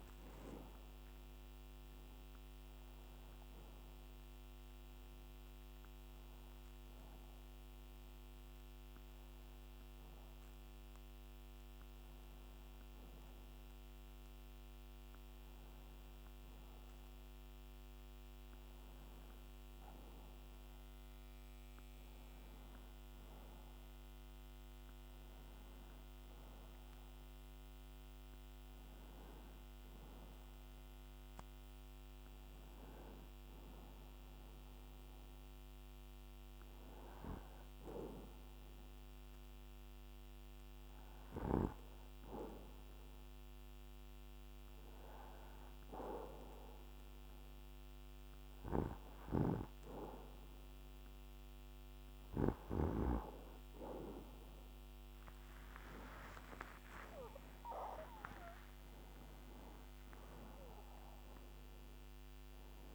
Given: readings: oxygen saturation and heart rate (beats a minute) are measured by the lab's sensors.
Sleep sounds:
breathing in sleep by a microphone on the trachea; 1
8.50-18.50 s: oxygen desaturation (device-marked, oxygen 92% before, 89% lowest, heart rate 89 before, 81 extreme)
11.50-62.94 s: new sleep stage, N1 (lightest sleep)
38.00-51.00 s: hypopnea (oxygen 98% before, 91% lowest, heart rate 95 before, 70 extreme, up 45 after)
55.00-60.50 s: arousal
From the record:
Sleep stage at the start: N2 (light sleep); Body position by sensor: on the back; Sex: male

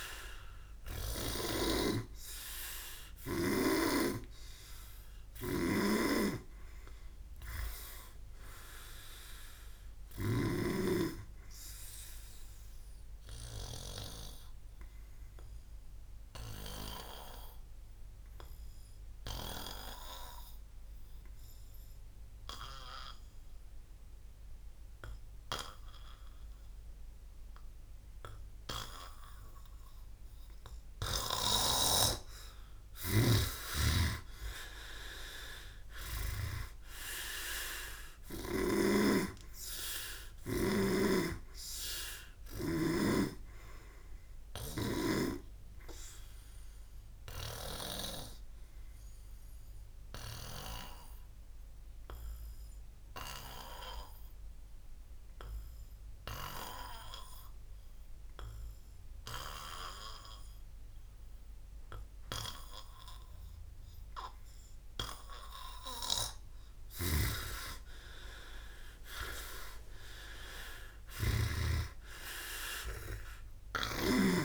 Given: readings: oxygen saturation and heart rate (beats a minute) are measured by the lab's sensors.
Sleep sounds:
breathing in sleep by a room microphone; 2
5.50-10.50 s: snoring (device-marked)
14.00-31.00 s: obstructive apnea (oxygen 99% before, 92% lowest, heart rate 79 before, 42 extreme)
33.00-35.50 s: arousal
33.00-36.50 s: snoring (device-marked)
35.00-42.00 s: oxygen desaturation (device-marked, oxygen 99% before, 96% lowest, heart rate 58 before, 48 extreme)
44.00-52.00 s: oxygen desaturation (device-marked, oxygen 99% before, 93% lowest, heart rate 91 before, 48 extreme)
45.50-66.00 s: obstructive apnea (oxygen 99% before, 92% lowest, heart rate 94 before, 28 extreme)
58.00-68.00 s: oxygen desaturation (device-marked, oxygen 95% before, 92% lowest, heart rate 86 before, 28 extreme)
67.00-74.45 s: snoring (device-marked)
68.50-71.50 s: arousal
From the record:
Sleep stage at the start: N2 (light sleep); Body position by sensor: on the back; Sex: male

